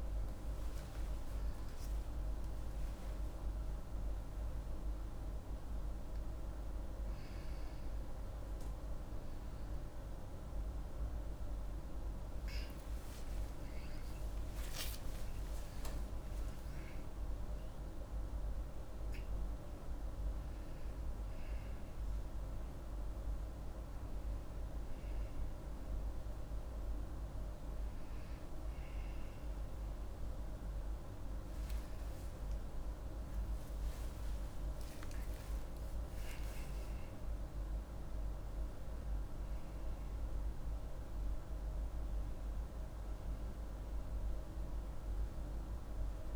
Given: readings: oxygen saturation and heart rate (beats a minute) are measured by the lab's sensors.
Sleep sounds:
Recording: a person awake in a sleep study, hard to hear, by a room microphone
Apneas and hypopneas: none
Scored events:
none scored
From the record:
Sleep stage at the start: awake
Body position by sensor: on the back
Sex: female

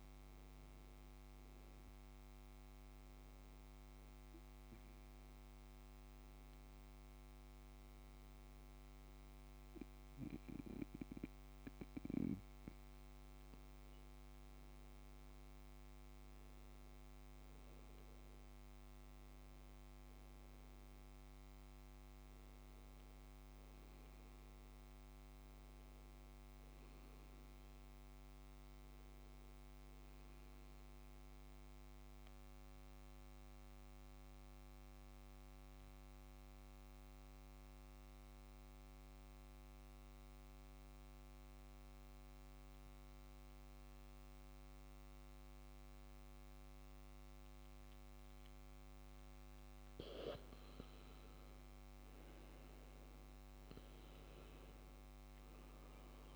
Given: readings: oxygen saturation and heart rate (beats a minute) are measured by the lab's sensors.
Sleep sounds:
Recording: breathing in sleep, hard to hear, by a microphone on the trachea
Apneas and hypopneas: 1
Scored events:
30.00-56.36 s: new sleep stage, N2 (light sleep)
31.50-50.00 s: mixed apnea (oxygen 100% before, 93% lowest, heart rate 66 before, 62 extreme, up 0 after)
49.00-56.36 s: oxygen desaturation (device-marked, oxygen 98% before, 93% lowest, heart rate 68 before, 62 extreme)
52.00-56.00 s: arousal
From the record:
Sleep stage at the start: N1 (lightest sleep)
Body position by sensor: on the back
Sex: male

